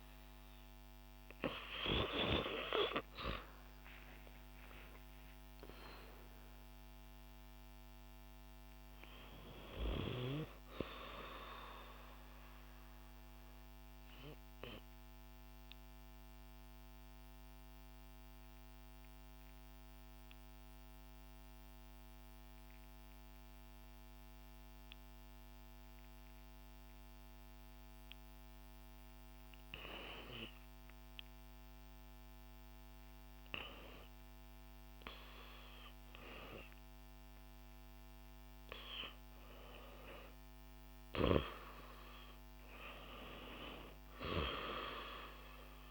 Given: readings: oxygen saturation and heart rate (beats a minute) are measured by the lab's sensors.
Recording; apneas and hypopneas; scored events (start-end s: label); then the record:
breathing in sleep by a microphone on the trachea; 1
0.00-4.50 s: oxygen desaturation (device-marked, oxygen 89% lowest, heart rate 56 extreme)
3.00-6.50 s: arousal
12.00-29.00 s: obstructive apnea (oxygen 94% before, 88% lowest, heart rate 70 before, 56 extreme, up 4 after)
31.50-34.50 s: arousal
34.50-45.91 s: oxygen desaturation (device-marked, oxygen 96% before, 89% lowest, heart rate 58 before, 62 extreme)
From the record:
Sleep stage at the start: REM sleep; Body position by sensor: on the back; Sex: female